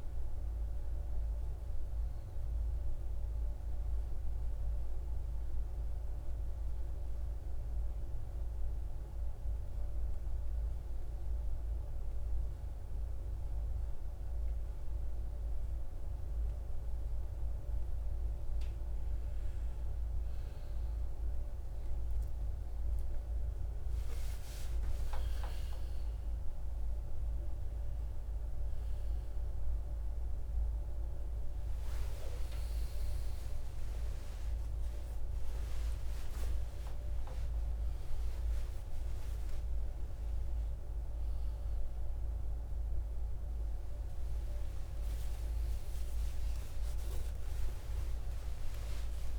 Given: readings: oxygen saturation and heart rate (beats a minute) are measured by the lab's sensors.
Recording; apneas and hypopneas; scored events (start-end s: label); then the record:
a person awake in a sleep study, hard to hear, by a room microphone; 1
0.00-7.00 s: oxygen desaturation (device-marked, oxygen 88% lowest, heart rate 55 extreme)
2.00-14.50 s: mixed apnea (oxygen 96% before, 91% lowest, heart rate 67 before, 55 extreme, up 8 after)
21.00-49.39 s: new sleep stage, awake
22.00-43.00 s: oxygen desaturation (device-marked, oxygen 97% before, 91% lowest, heart rate 57 before, 60 extreme)
From the record:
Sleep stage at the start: N2 (light sleep); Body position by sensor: on the right side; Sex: male